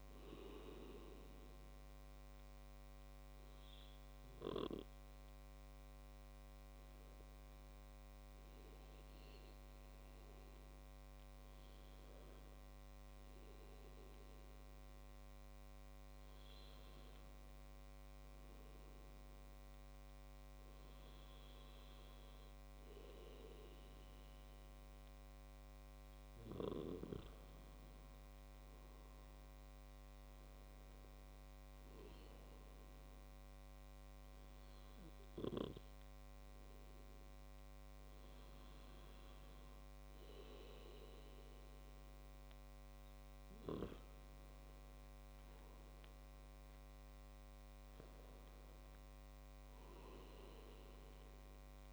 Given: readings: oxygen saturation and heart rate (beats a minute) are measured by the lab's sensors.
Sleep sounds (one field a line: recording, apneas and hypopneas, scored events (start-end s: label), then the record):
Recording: breathing in sleep by a microphone on the trachea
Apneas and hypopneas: none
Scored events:
3.00-51.92 s: new sleep stage, N2 (light sleep)
From the record:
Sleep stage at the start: N1 (lightest sleep)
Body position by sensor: on the back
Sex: male